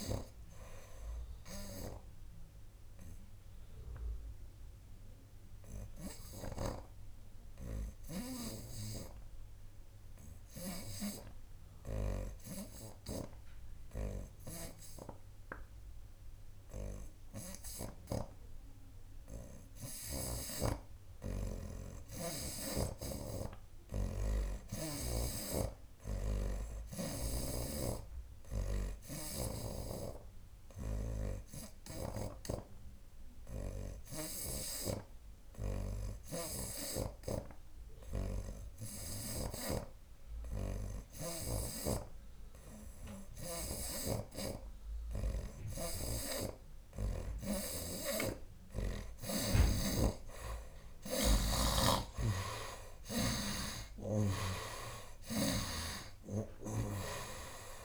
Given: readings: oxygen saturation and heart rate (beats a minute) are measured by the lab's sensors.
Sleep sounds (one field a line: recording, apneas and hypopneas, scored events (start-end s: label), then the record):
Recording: breathing in sleep by a room microphone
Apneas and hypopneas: 2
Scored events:
0.00-21.00 s: oxygen desaturation (device-marked, oxygen 52% lowest, heart rate 72 extreme)
0.50-21.50 s: obstructive apnea (oxygen 69% before, 52% lowest, heart rate 86 before, 75 extreme, up 7 after)
13.00-18.00 s: snoring (device-marked)
23.50-26.50 s: arousal
27.50-32.50 s: snoring (device-marked)
29.00-44.50 s: hypopnea (oxygen 81% before, 53% lowest, heart rate 80 before, 83 extreme, up 7 after)
31.00-53.00 s: oxygen desaturation (device-marked, oxygen 81% before, 55% lowest, heart rate 80 before, 80 extreme)
39.50-48.00 s: snoring (device-marked)
50.00-53.50 s: snoring (device-marked)
52.50-57.00 s: arousal
From the record:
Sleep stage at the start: N2 (light sleep)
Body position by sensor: on the right side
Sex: male